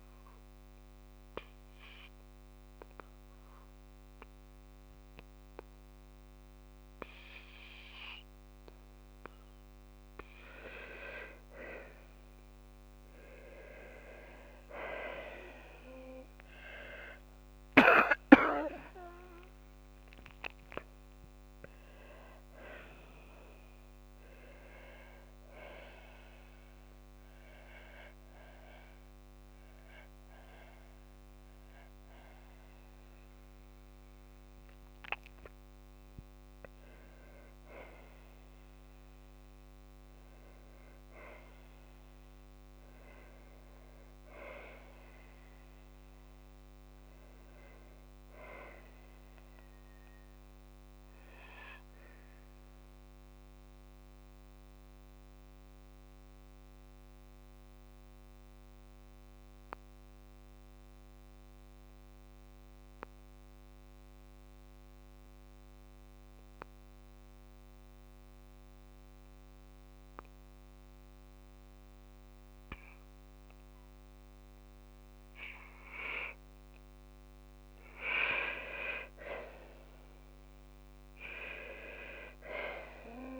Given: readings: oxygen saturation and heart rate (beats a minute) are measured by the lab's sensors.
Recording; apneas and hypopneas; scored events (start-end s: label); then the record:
breathing in sleep by a microphone on the trachea; 1
13.00-15.00 s: long interval between heartbeats (device-marked, heart rate 57 before, 68 extreme)
16.50-18.50 s: long interval between heartbeats (device-marked, heart rate 59 before, 80 extreme)
31.50-35.00 s: arousal
50.50-70.00 s: hypopnea (oxygen 96% before, 92% lowest, heart rate 60 before, 54 extreme, up 1 after)
74.00-78.00 s: arousal
82.00-83.39 s: long interval between heartbeats (device-marked, heart rate 55 before, 67 extreme)
From the record:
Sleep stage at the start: N2 (light sleep); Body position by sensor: on the back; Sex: female